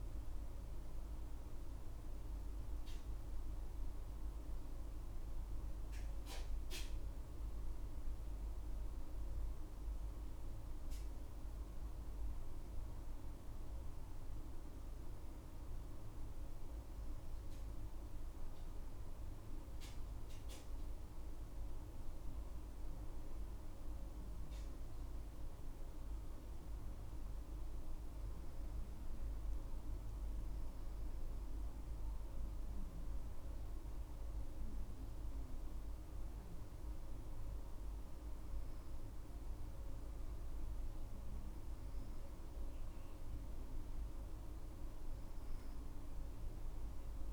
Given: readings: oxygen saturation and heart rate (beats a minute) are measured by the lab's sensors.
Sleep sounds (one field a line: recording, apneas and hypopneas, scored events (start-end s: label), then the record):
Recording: breathing in sleep, hard to hear, by a room microphone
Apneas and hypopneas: none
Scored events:
none scored
From the record:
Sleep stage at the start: N2 (light sleep)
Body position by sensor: on the right side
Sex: female